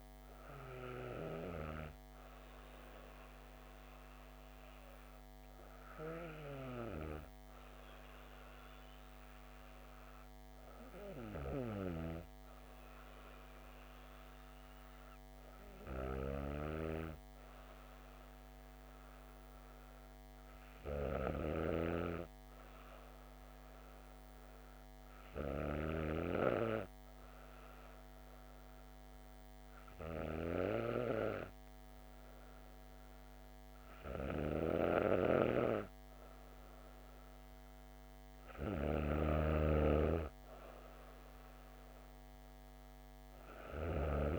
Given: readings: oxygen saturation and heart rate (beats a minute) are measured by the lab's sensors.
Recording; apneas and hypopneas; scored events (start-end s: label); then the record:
breathing in sleep by a microphone on the trachea; none
none scored
From the record:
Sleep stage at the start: N2 (light sleep); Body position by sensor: on the back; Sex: female